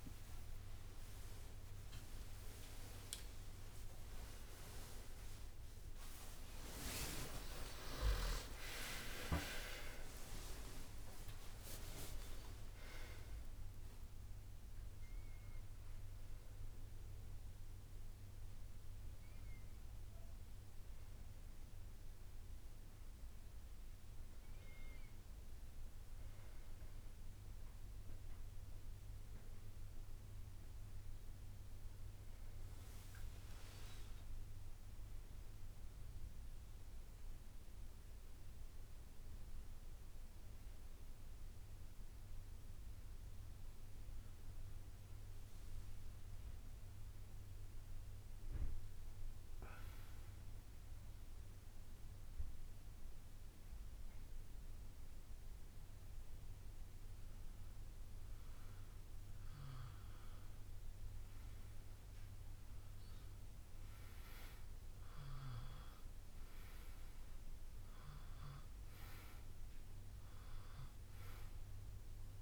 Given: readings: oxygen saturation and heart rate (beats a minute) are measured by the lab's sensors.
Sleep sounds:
a person awake in a sleep study, by a room microphone; 1
0.00-5.00 s: tachycardia (device-marked, heart rate 195 extreme)
1.00-3.00 s: long interval between heartbeats (device-marked, heart rate 105 before, 168 extreme)
11.00-23.00 s: drop in pulse transit time (device-marked, heart rate 134 before, 70 extreme)
33.50-35.50 s: long interval between heartbeats (device-marked, heart rate 71 before, 72 extreme)
38.00-68.00 s: new sleep stage, N1 (lightest sleep)
48.00-58.00 s: hypopnea (oxygen 99% before, 94% lowest, heart rate 69 before, 61 extreme)
61.00-65.00 s: arousal
68.00-72.42 s: new sleep stage, N2 (light sleep)
From the record:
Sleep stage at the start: awake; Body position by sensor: on the back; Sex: male

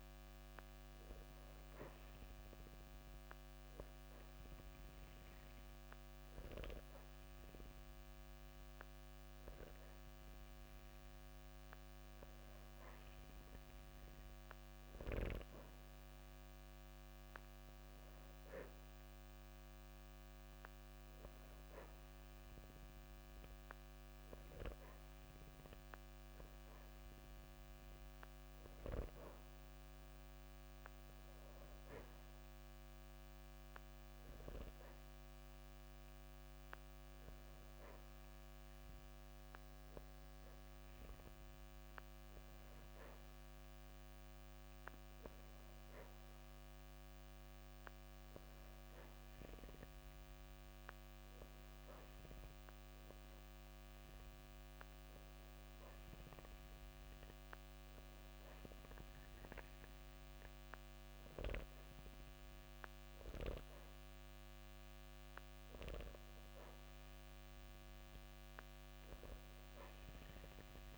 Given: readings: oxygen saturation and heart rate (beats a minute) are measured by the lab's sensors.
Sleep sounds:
breathing in sleep by a microphone on the trachea; none
none scored
From the record:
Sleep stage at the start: N2 (light sleep); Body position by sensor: on the back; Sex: male

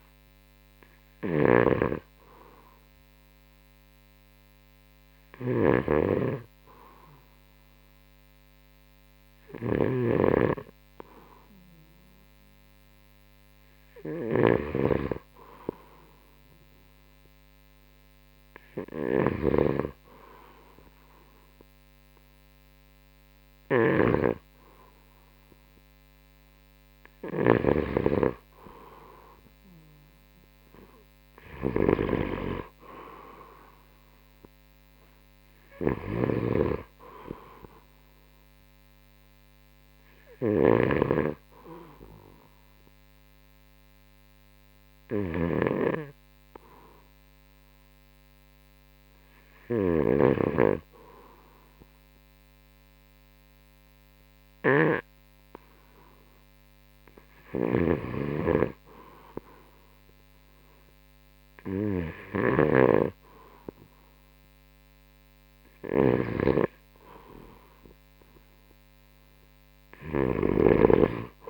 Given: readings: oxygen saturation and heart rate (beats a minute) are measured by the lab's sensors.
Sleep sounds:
breathing in sleep by a microphone on the trachea; 1
1.00-70.50 s: snoring (device-marked)
1.50-10.50 s: oxygen desaturation (device-marked, oxygen 94% before, 91% lowest, heart rate 74 before, 66 extreme)
44.50-56.50 s: hypopnea (oxygen 96% before, 91% lowest, heart rate 71 before, 67 extreme, up 2 after)
58.50-62.50 s: arousal
63.50-71.50 s: oxygen desaturation (device-marked, oxygen 96% before, 91% lowest, heart rate 70 before, 68 extreme)
From the record:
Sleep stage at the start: N2 (light sleep); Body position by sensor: on the right side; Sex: male

